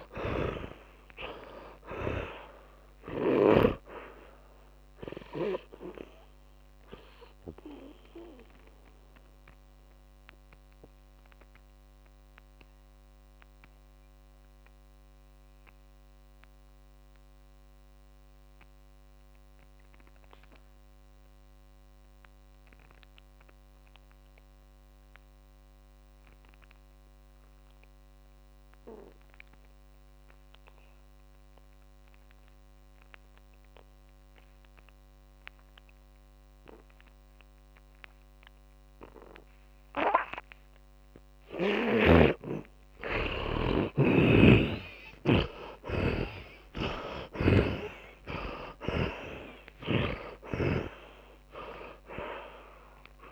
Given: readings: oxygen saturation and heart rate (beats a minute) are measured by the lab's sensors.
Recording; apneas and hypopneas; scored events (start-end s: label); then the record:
breathing in sleep by a microphone on the trachea; 1
0.00-2.50 s: snoring (device-marked)
0.00-27.50 s: oxygen desaturation (device-marked, oxygen 76% lowest)
10.50-41.00 s: mixed apnea (oxygen 100% before, 75% lowest)
36.50-53.32 s: oxygen desaturation (device-marked, oxygen 100% before, 75% lowest)
44.50-48.00 s: snoring (device-marked)
44.50-48.50 s: arousal
From the record:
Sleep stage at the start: N2 (light sleep); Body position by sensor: on the back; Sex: male